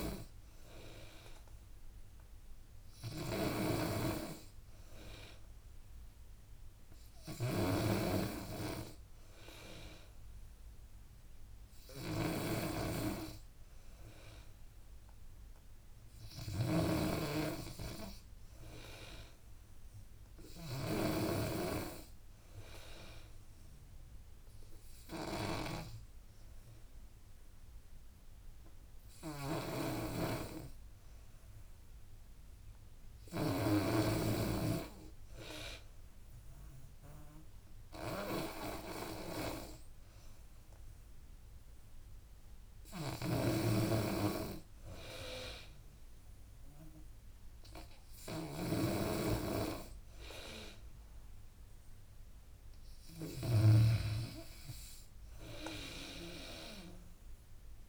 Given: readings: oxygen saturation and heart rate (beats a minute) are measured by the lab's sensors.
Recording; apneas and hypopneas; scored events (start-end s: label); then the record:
breathing in sleep by a room microphone; 1
0.00-7.00 s: drop in pulse transit time (device-marked, heart rate 82 extreme)
0.00-57.89 s: snoring (device-marked)
12.00-15.50 s: arousal
23.00-33.00 s: obstructive apnea (oxygen 94% before, 88% lowest, heart rate 82 before, 81 extreme, up 5 after)
34.00-37.50 s: arousal
37.00-54.00 s: oxygen desaturation (device-marked, oxygen 94% before, 88% lowest, heart rate 82 before, 76 extreme)
From the record:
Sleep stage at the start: N2 (light sleep); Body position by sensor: on the back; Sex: female